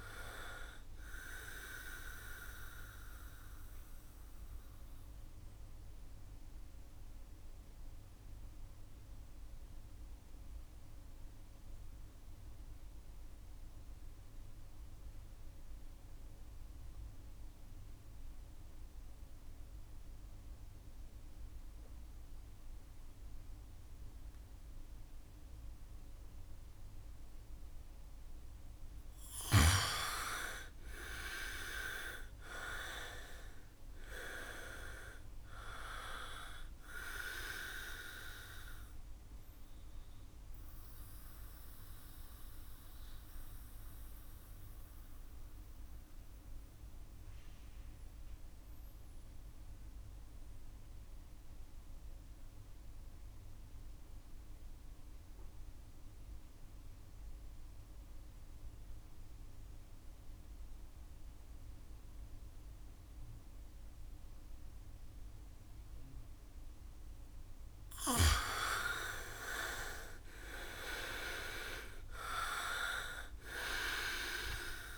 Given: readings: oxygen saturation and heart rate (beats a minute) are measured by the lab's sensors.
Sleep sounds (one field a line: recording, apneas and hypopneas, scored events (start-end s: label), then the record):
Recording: breathing in sleep by a room microphone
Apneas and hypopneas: 2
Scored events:
0.00-20.50 s: oxygen desaturation (device-marked, oxygen 78% lowest, heart rate 62 extreme)
3.00-29.00 s: mixed apnea (oxygen 98% before, 78% lowest, heart rate 69 before, 62 extreme, up 5 after)
30.50-34.50 s: arousal
31.50-57.50 s: oxygen desaturation (device-marked, oxygen 99% before, 79% lowest, heart rate 67 before, 62 extreme)
39.50-66.50 s: mixed apnea (oxygen 99% before, 78% lowest, heart rate 68 before, 62 extreme, up 1 after)
63.50-74.98 s: oxygen desaturation (device-marked, oxygen 98% before, 78% lowest, heart rate 67 before, 62 extreme)
67.50-72.00 s: arousal
From the record:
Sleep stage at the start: N2 (light sleep)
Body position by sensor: on the back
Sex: male